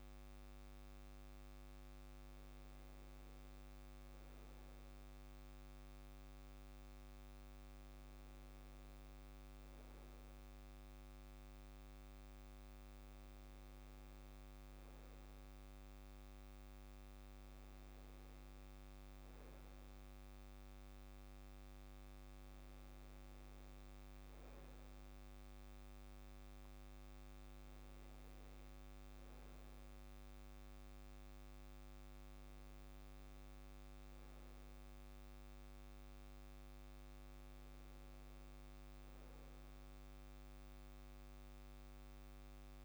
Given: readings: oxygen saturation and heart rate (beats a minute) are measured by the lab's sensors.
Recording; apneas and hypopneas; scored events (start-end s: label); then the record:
breathing in sleep, hard to hear, by a microphone on the trachea; none
none scored
From the record:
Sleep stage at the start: N2 (light sleep); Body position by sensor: on the back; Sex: male